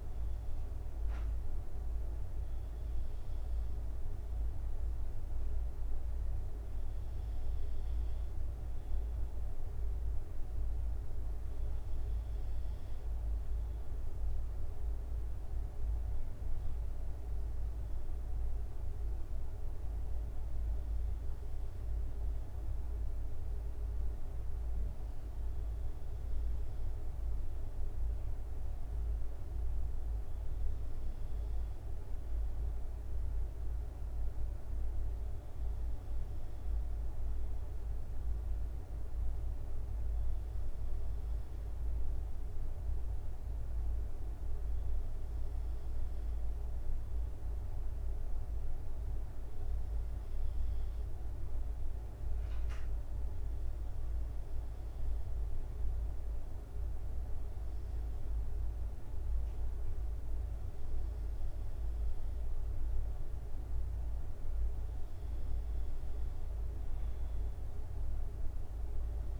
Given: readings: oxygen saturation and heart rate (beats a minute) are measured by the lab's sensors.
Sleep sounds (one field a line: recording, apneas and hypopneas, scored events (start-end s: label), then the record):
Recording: breathing in sleep, hard to hear, by a room microphone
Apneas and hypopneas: 1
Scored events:
45.50-58.50 s: hypopnea (oxygen 95% before, 93% lowest, heart rate 72 before, 72 extreme, up 1 after)
61.50-64.50 s: arousal
From the record:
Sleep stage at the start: N2 (light sleep)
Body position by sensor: on the right side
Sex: male